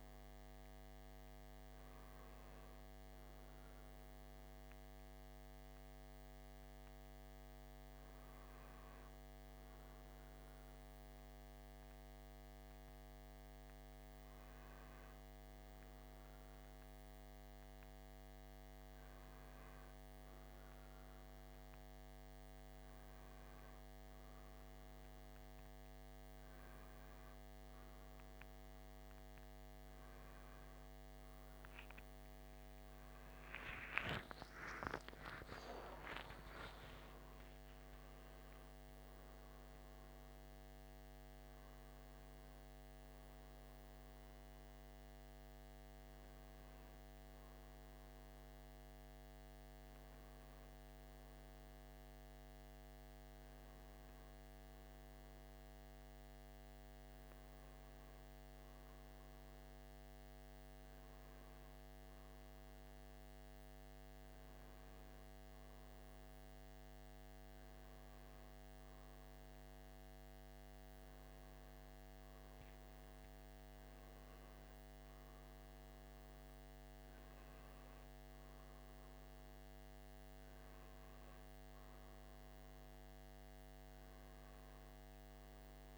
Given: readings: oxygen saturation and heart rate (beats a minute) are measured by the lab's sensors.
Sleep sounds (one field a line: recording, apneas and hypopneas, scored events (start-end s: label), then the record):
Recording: breathing in sleep, hard to hear, by a microphone on the trachea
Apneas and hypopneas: none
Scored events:
34.00-37.00 s: arousal
From the record:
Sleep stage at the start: N1 (lightest sleep)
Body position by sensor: on the right side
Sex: male